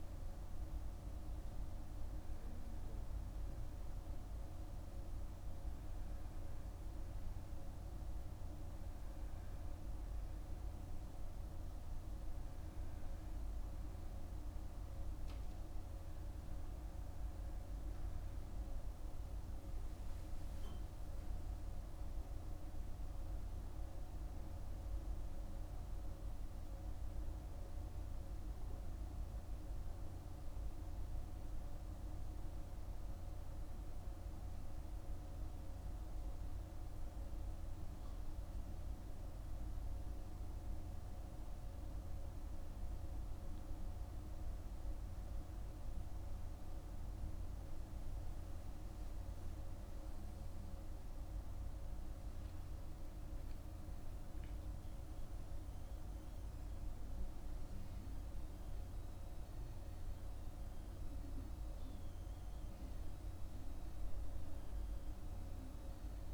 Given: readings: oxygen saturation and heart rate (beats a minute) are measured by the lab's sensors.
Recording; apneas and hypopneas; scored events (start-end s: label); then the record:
breathing in sleep, hard to hear, by a room microphone; none
49.50-54.00 s: arousal
From the record:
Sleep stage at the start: N2 (light sleep); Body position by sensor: on the back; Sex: male